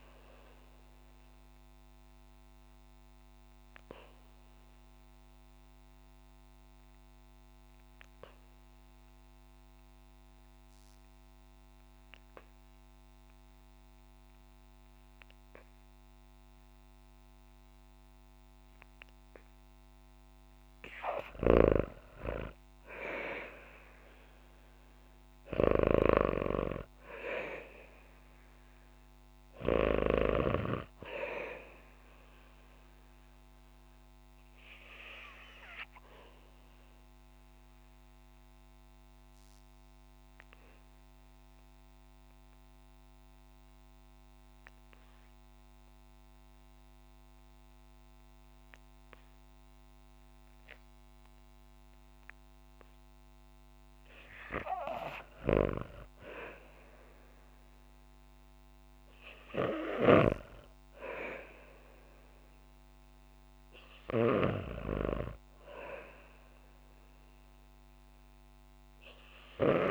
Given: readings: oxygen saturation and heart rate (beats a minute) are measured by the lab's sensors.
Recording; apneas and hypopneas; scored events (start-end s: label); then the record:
breathing in sleep by a microphone on the trachea; 2
3.50-18.50 s: obstructive apnea (oxygen 98% before, 84% lowest, heart rate 63 before, 54 extreme, up 5 after)
20.00-46.00 s: oxygen desaturation (device-marked, oxygen 96% before, 84% lowest, heart rate 57 before, 59 extreme)
21.00-25.50 s: arousal
32.50-54.00 s: obstructive apnea (oxygen 96% before, 84% lowest, heart rate 57 before, 59 extreme, up 2 after)
58.00-62.00 s: arousal
58.00-69.91 s: oxygen desaturation (device-marked, oxygen 98% before, 87% lowest, heart rate 61 before, 59 extreme)
From the record:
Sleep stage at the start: REM sleep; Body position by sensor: on the back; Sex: female